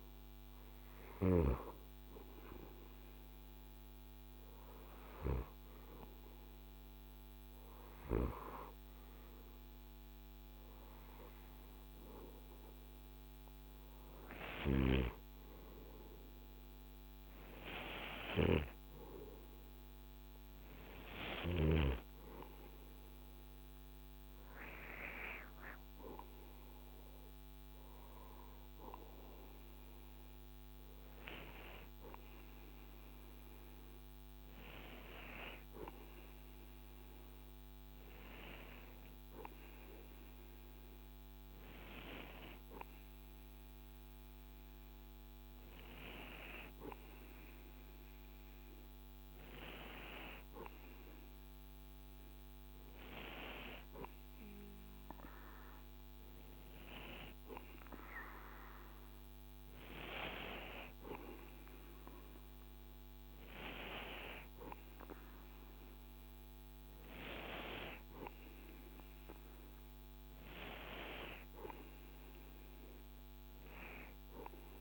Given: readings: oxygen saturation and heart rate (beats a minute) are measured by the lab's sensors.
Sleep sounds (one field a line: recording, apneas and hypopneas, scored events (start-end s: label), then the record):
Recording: breathing in sleep by a microphone on the trachea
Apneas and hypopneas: none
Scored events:
none scored
From the record:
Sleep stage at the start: REM sleep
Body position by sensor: on the right side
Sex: male